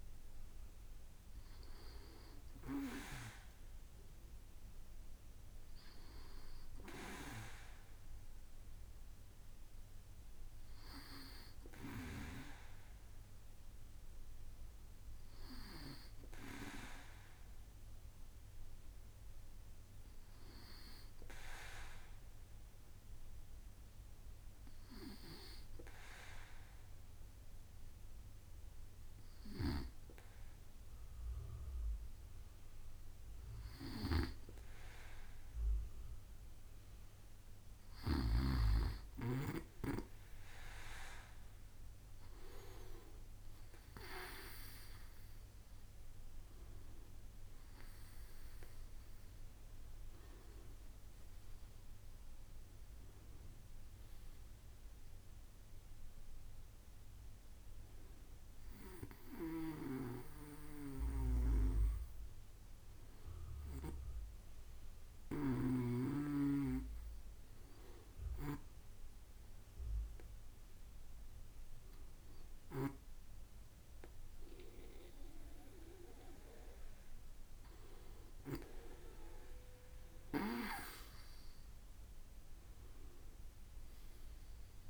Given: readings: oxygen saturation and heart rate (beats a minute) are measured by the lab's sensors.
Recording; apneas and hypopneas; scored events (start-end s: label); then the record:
breathing in sleep by a room microphone; none
59.00-65.50 s: snoring (device-marked)
From the record:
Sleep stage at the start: N2 (light sleep); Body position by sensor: on the back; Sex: male